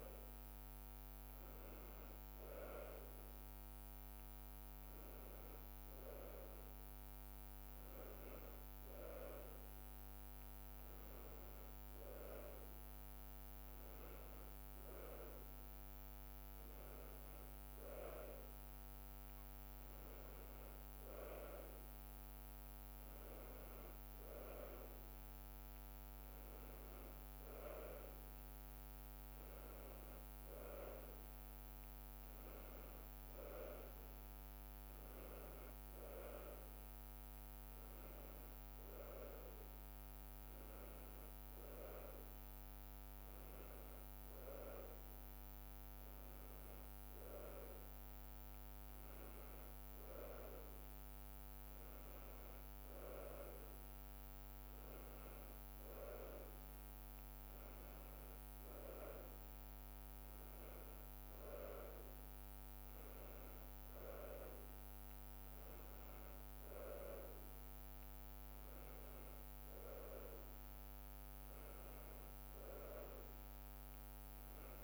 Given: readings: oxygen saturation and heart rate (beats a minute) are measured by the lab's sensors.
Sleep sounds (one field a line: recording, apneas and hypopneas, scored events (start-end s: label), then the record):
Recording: a person awake in a sleep study, by a microphone on the trachea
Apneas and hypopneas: none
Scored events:
none scored
From the record:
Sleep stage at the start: awake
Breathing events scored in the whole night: 211 in 5.0 hours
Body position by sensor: on the right side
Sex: female